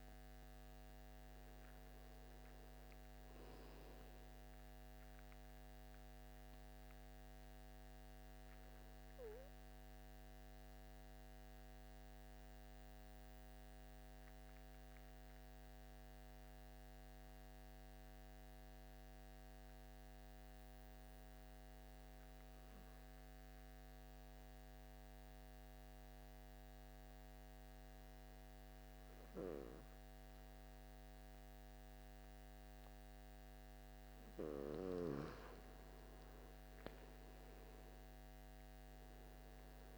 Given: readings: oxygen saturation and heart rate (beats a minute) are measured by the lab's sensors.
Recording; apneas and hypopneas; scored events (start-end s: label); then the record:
breathing in sleep by a microphone on the trachea; 1
0.00-16.00 s: oxygen desaturation (device-marked, oxygen 92% lowest)
7.00-33.50 s: obstructive apnea (oxygen 97% before, 92% lowest)
33.00-39.97 s: oxygen desaturation (device-marked, oxygen 96% before, 92% lowest)
36.00-39.97 s: arousal
From the record:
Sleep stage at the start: N2 (light sleep); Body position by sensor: on the back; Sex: male